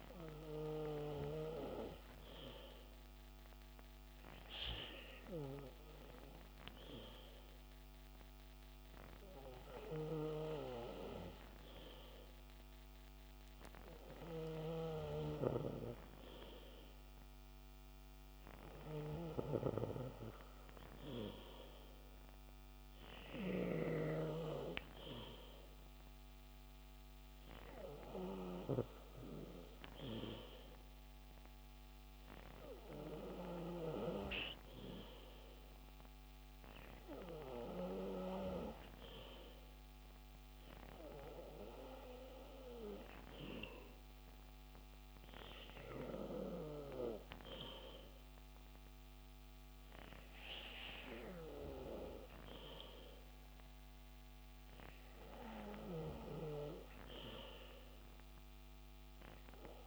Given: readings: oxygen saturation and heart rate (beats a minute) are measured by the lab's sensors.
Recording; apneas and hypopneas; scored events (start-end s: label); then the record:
breathing in sleep by a microphone on the trachea; none
none scored
From the record:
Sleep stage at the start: N2 (light sleep); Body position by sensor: on the back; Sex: male